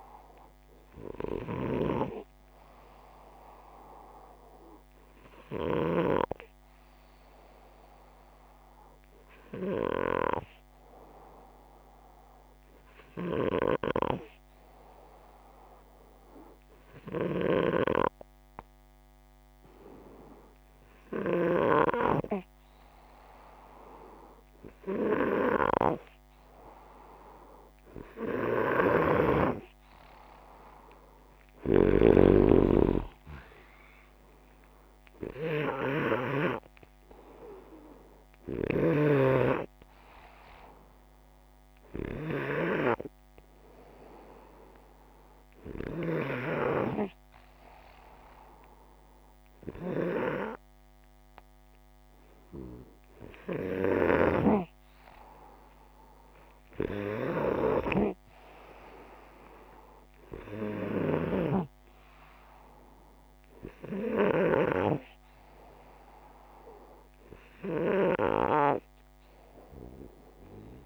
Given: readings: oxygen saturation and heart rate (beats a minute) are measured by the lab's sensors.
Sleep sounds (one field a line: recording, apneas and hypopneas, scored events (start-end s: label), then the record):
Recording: breathing in sleep by a microphone on the trachea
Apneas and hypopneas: 1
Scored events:
1.50-19.50 s: hypopnea (oxygen 96% before, 94% lowest, heart rate 65 before, 58 extreme, up 1 after)
6.00-17.00 s: oxygen desaturation (device-marked, oxygen 97% before, 94% lowest, heart rate 64 before, 58 extreme)
29.00-33.50 s: arousal
From the record:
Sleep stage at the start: N2 (light sleep)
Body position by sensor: upright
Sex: male